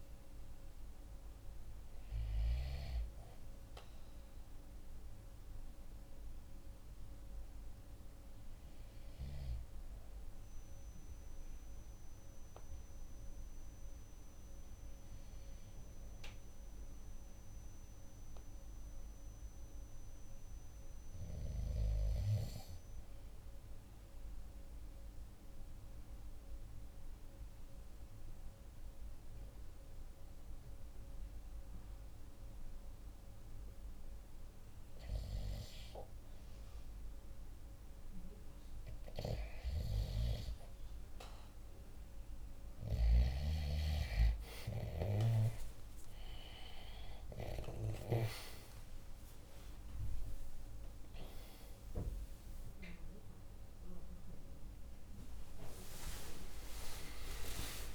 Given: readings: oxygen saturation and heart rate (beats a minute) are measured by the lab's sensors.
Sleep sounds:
a person partly awake in a sleep study, by a room microphone; 1
0.00-12.50 s: oxygen desaturation (device-marked, oxygen 91% lowest, heart rate 45 extreme)
5.50-37.00 s: hypopnea (oxygen 97% before, 91% lowest, heart rate 50 before, 46 extreme, up 2 after)
35.50-57.95 s: new sleep stage, awake
43.50-57.95 s: oxygen desaturation (device-marked, oxygen 97% before, 92% lowest, heart rate 47 before, 52 extreme)
From the record:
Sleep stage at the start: REM sleep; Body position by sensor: on the right side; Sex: male

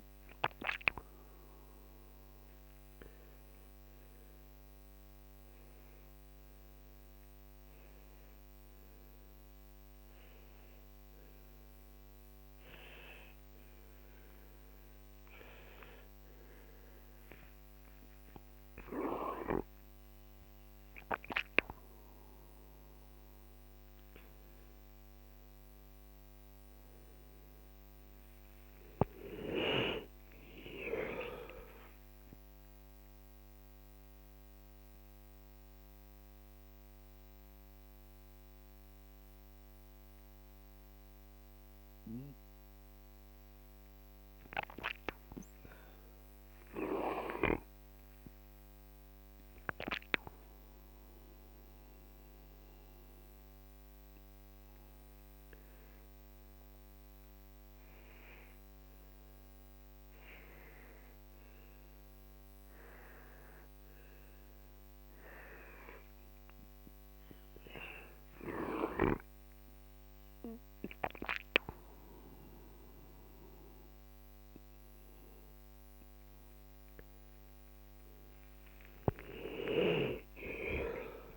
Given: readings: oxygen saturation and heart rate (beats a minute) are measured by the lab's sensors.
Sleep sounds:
a person awake in a sleep study, by a microphone on the trachea; none
3.50-13.50 s: oxygen desaturation (device-marked, oxygen 99% before, 93% lowest, heart rate 61 before, 59 extreme)
57.50-63.50 s: oxygen desaturation (device-marked, oxygen 99% before, 95% lowest, heart rate 60 before, 62 extreme)
68.50-81.37 s: oxygen desaturation (device-marked, oxygen 97% before, 92% lowest, heart rate 63 before, 58 extreme)
From the record:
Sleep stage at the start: awake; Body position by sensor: on the right side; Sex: male

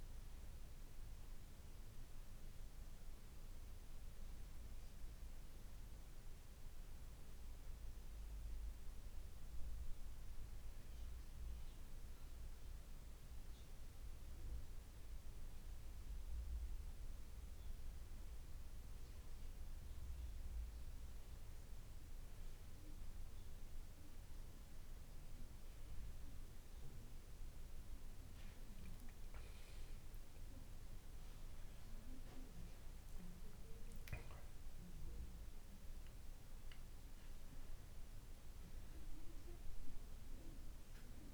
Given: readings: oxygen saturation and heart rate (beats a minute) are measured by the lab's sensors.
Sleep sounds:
breathing in sleep, hard to hear, by a room microphone; none
38.00-41.34 s: new sleep stage, awake
From the record:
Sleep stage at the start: N2 (light sleep); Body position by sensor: on the back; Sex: male

